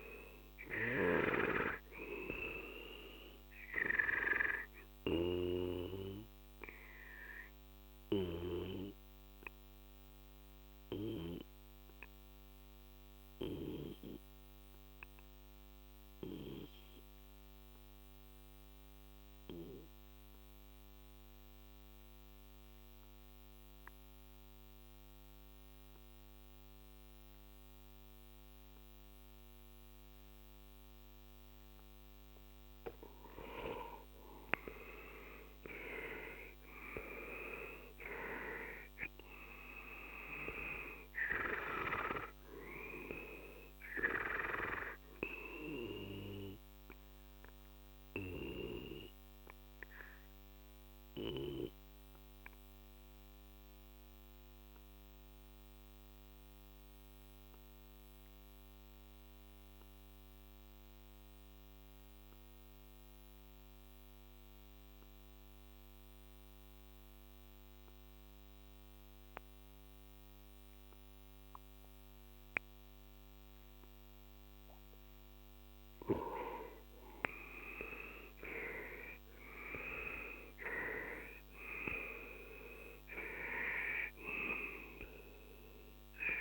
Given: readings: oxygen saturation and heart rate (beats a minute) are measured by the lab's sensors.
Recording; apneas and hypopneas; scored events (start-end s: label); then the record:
breathing in sleep by a microphone on the trachea; 2
0.00-14.50 s: oxygen desaturation (device-marked, oxygen 92% lowest, heart rate 45 extreme)
6.00-32.00 s: obstructive apnea (oxygen 97% before, 91% lowest, heart rate 52 before, 39 extreme, up 12 after)
31.50-53.50 s: oxygen desaturation (device-marked, oxygen 97% before, 91% lowest, heart rate 47 before, 39 extreme)
34.50-38.00 s: arousal
48.00-74.00 s: obstructive apnea (oxygen 97% before, 91% lowest, heart rate 54 before, 40 extreme, up 11 after)
75.50-79.50 s: arousal
77.50-86.41 s: oxygen desaturation (device-marked, oxygen 98% before, 91% lowest, heart rate 48 before, 40 extreme)
From the record:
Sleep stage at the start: N2 (light sleep); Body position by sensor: on the left side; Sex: male